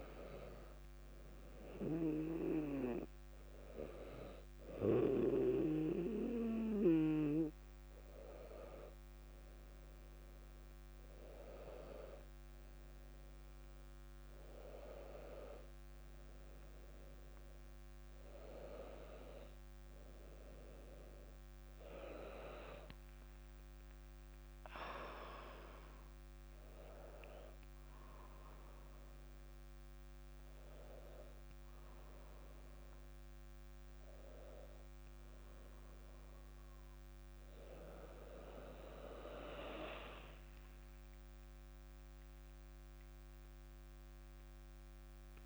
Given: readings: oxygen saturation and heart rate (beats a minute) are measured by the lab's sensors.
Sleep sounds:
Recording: breathing in sleep by a microphone on the trachea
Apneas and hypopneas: none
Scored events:
none scored
From the record:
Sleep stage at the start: N2 (light sleep)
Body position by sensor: on the back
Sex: female

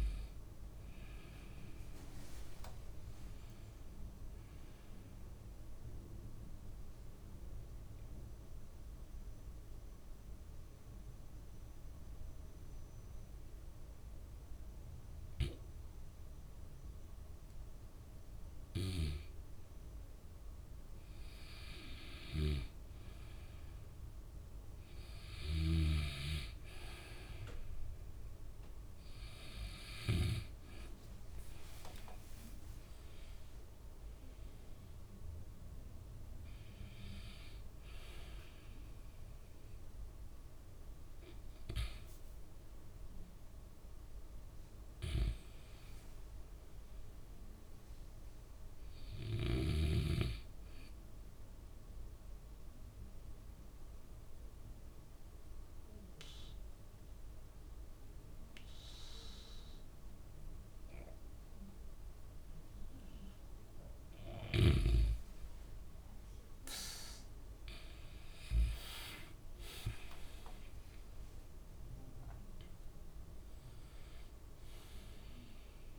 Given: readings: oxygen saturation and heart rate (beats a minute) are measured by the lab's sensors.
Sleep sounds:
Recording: breathing in sleep by a room microphone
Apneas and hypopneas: 2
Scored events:
0.00-7.50 s: oxygen desaturation (device-marked, oxygen 90% lowest, heart rate 65 extreme)
5.00-19.50 s: mixed apnea (oxygen 95% before, 90% lowest, heart rate 70 before, 63 extreme, up 4 after)
22.50-26.00 s: arousal
31.50-51.50 s: oxygen desaturation (device-marked, oxygen 95% before, 91% lowest, heart rate 67 before, 63 extreme)
52.50-64.50 s: obstructive apnea (oxygen 95% before, 87% lowest, heart rate 69 before, 65 extreme, up 7 after)
70.00-74.00 s: arousal
70.50-75.99 s: oxygen desaturation (device-marked, oxygen 95% before, 91% lowest, heart rate 69 before, 65 extreme)
From the record:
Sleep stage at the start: N2 (light sleep)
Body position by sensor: on the back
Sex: male

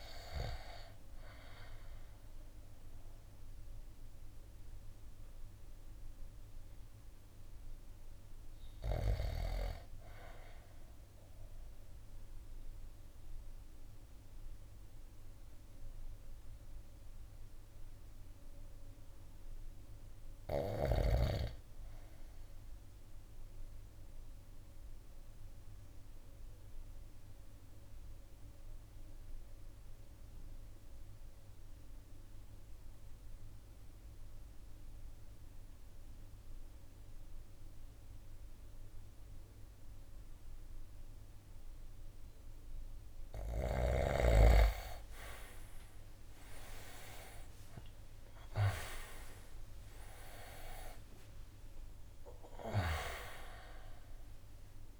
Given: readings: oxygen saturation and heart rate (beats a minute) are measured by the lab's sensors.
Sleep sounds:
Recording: breathing in sleep by a room microphone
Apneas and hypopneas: 1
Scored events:
0.00-2.50 s: drop in pulse transit time (device-marked, heart rate 59 extreme)
0.00-22.50 s: oxygen desaturation (device-marked, oxygen 81% lowest, heart rate 49 extreme)
12.00-42.50 s: obstructive apnea (oxygen 93% before, 81% lowest, heart rate 64 before, 50 extreme, up 19 after)
37.50-55.00 s: oxygen desaturation (device-marked, oxygen 98% before, 83% lowest, heart rate 53 before, 52 extreme)
44.50-49.00 s: arousal
48.50-55.00 s: drop in pulse transit time (device-marked, heart rate 52 before, 56 extreme)
From the record:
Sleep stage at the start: N1 (lightest sleep)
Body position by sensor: on the right side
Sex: male

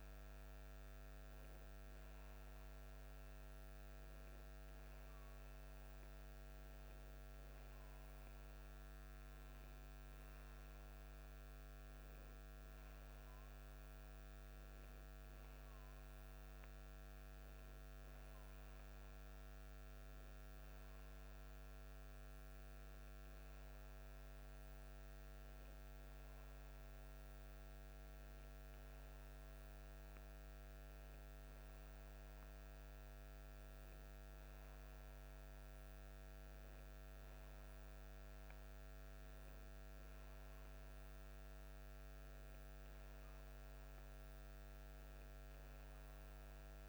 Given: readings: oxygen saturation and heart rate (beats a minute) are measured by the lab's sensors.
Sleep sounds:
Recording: breathing in sleep, hard to hear, by a microphone on the trachea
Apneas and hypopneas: none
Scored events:
none scored
From the record:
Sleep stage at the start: N2 (light sleep)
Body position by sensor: on the back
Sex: male

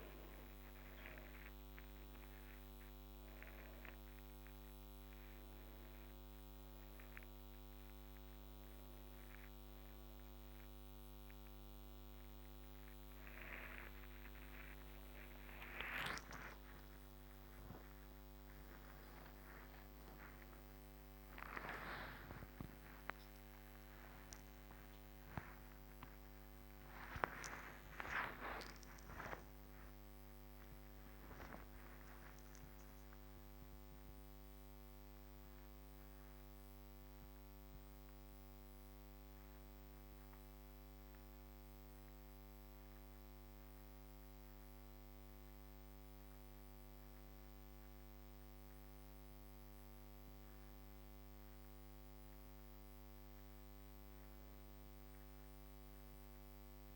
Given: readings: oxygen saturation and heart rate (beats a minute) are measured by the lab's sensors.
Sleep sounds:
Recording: a person awake in a sleep study, by a microphone on the trachea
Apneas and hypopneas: none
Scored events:
51.50-56.95 s: new sleep stage, N1 (lightest sleep)
From the record:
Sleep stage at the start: awake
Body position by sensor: on the back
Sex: female

